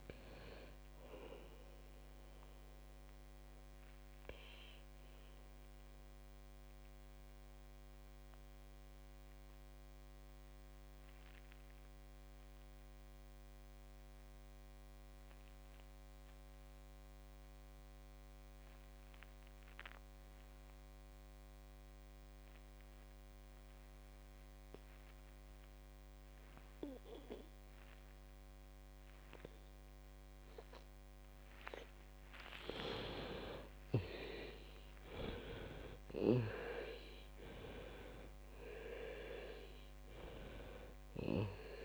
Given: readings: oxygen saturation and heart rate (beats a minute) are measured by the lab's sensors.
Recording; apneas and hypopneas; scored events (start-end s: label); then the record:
breathing in sleep by a microphone on the trachea; 1
0.00-11.00 s: oxygen desaturation (device-marked, oxygen 87% lowest, heart rate 50 extreme)
4.00-32.00 s: obstructive apnea (oxygen 98% before, 87% lowest, heart rate 91 before, 49 extreme, up 45 after)
29.00-41.85 s: oxygen desaturation (device-marked, oxygen 99% before, 90% lowest, heart rate 53 before, 49 extreme)
34.00-39.00 s: arousal
From the record:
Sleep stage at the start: N2 (light sleep); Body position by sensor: on the back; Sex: female